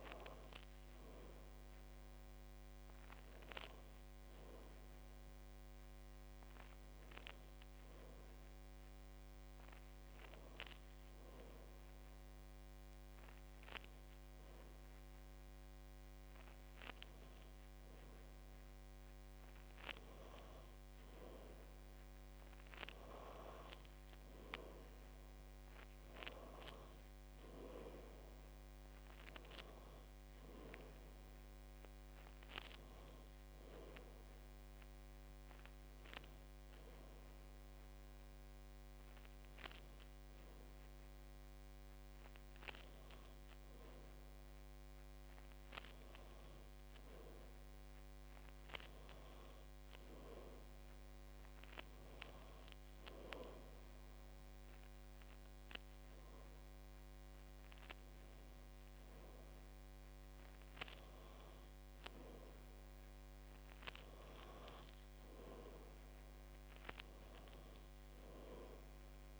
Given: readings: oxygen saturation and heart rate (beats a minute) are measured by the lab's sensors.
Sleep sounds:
breathing in sleep by a microphone on the trachea; none
62.50-67.50 s: arousal
65.00-69.40 s: new sleep stage, N2 (light sleep)
From the record:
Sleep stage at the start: N1 (lightest sleep); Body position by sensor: on the back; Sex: female

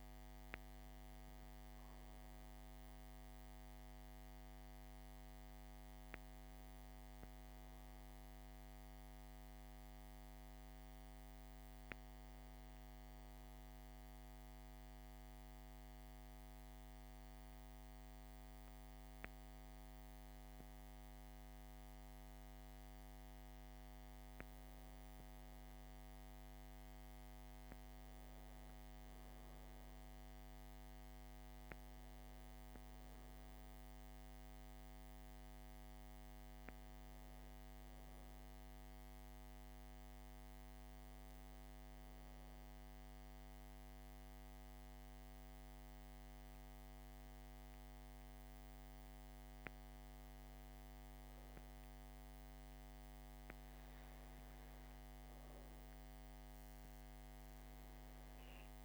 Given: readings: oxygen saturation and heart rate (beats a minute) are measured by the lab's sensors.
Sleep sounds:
breathing in sleep, hard to hear, by a microphone on the trachea; none
53.50-58.85 s: new sleep stage, N2 (light sleep)
From the record:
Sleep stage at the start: N1 (lightest sleep); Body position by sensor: on the back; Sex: female

